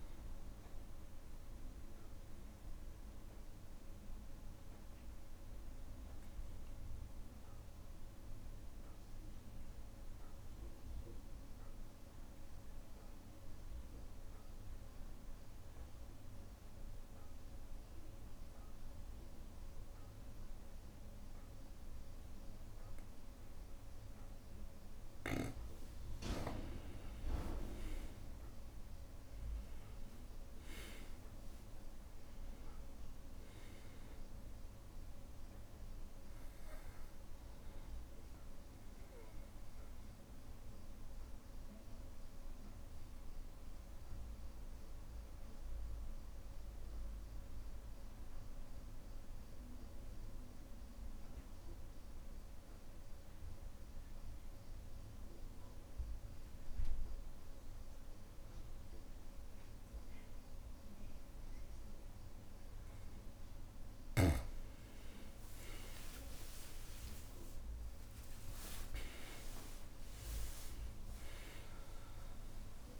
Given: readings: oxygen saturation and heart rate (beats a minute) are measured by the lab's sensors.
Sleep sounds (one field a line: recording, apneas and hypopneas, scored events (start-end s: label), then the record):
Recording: breathing in sleep by a room microphone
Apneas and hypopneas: 2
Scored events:
0.00-12.00 s: oxygen desaturation (device-marked, oxygen 94% lowest, heart rate 61 extreme)
1.00-25.00 s: obstructive apnea (oxygen 99% before, 90% lowest, heart rate 63 before, 61 extreme, up 2 after)
26.00-52.00 s: oxygen desaturation (device-marked, oxygen 98% before, 90% lowest, heart rate 62 before, 60 extreme)
27.50-32.00 s: arousal
40.00-63.00 s: obstructive apnea (oxygen 98% before, 90% lowest, heart rate 63 before, 60 extreme, up 44 after)
65.00-73.00 s: oxygen desaturation (device-marked, oxygen 99% before, 90% lowest, heart rate 61 before, 61 extreme)
65.50-71.00 s: arousal
66.00-70.00 s: tachycardia (device-marked, heart rate 63 before, 103 extreme)
67.50-69.50 s: long interval between heartbeats (device-marked, heart rate 62 before, 92 extreme)
From the record:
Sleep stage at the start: N2 (light sleep)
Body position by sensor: on the back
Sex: male